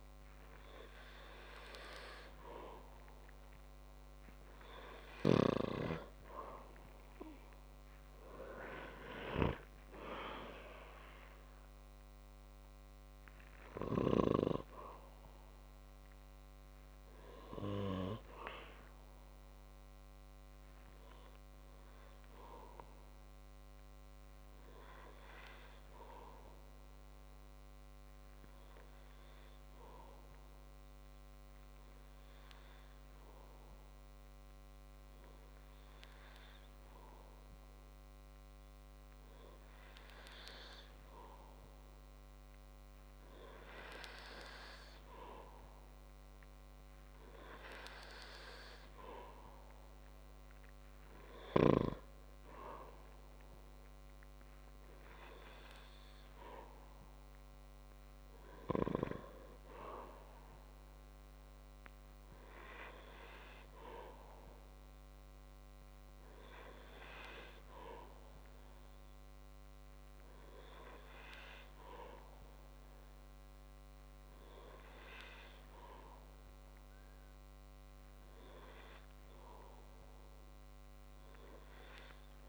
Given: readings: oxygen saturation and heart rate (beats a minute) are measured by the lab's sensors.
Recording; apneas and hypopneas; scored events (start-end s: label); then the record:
breathing in sleep by a microphone on the trachea; 1
8.00-11.50 s: arousal
26.50-41.50 s: hypopnea (oxygen 95% before, 94% lowest, heart rate 66 before, 56 extreme, up 7 after)
43.50-46.00 s: arousal
78.50-82.48 s: new sleep stage, N3 (deep sleep)
From the record:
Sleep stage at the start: N2 (light sleep); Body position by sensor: on the back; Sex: male